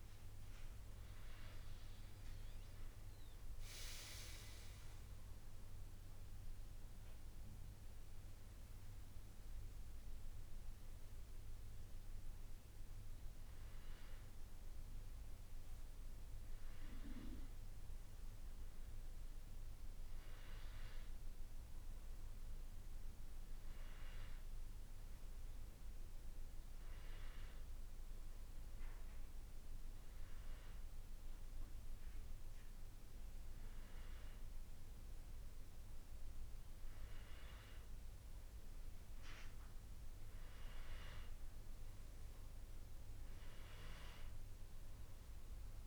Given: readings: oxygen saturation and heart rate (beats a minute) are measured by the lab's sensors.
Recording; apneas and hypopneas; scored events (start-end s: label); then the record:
breathing in sleep by a room microphone; none
none scored
From the record:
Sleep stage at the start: N2 (light sleep); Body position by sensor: on the back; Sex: male